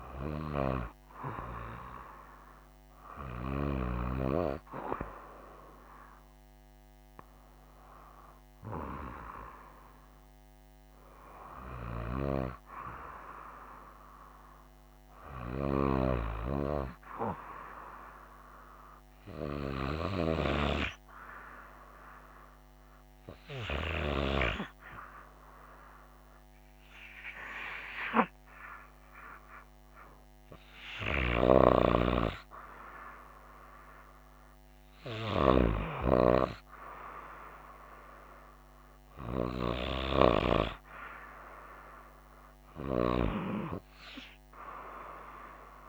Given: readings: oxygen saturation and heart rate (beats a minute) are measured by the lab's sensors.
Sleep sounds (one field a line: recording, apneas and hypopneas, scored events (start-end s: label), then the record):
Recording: breathing in sleep by a microphone on the trachea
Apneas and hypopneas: none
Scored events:
none scored
From the record:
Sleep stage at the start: N2 (light sleep)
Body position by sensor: on the right side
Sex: female